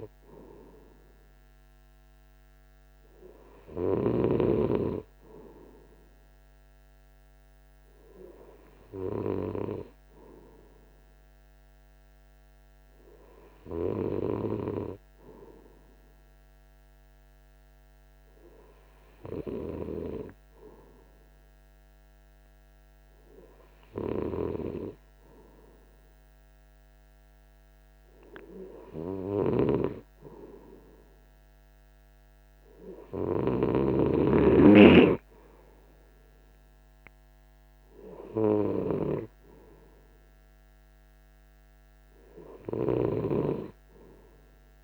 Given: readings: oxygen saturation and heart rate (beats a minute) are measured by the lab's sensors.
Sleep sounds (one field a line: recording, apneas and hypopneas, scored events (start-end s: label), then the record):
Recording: breathing in sleep by a microphone on the trachea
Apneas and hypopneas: none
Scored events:
none scored
From the record:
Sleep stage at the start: N2 (light sleep)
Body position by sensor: on the right side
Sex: male